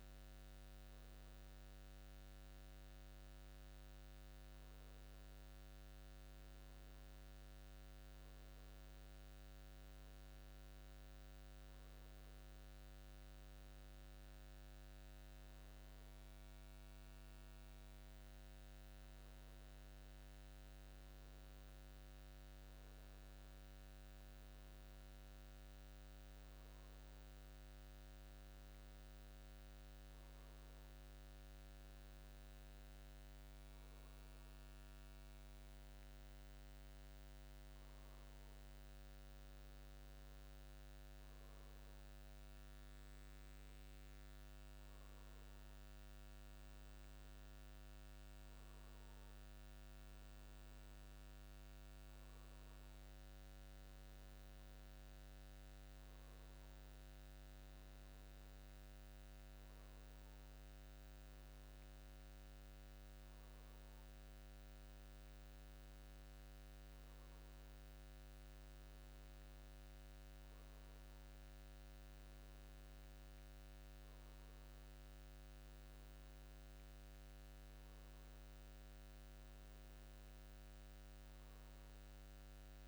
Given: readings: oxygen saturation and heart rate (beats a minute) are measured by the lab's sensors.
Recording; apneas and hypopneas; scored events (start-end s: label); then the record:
breathing in sleep, hard to hear, by a microphone on the trachea; none
none scored
From the record:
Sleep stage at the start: N2 (light sleep); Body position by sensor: on the back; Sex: male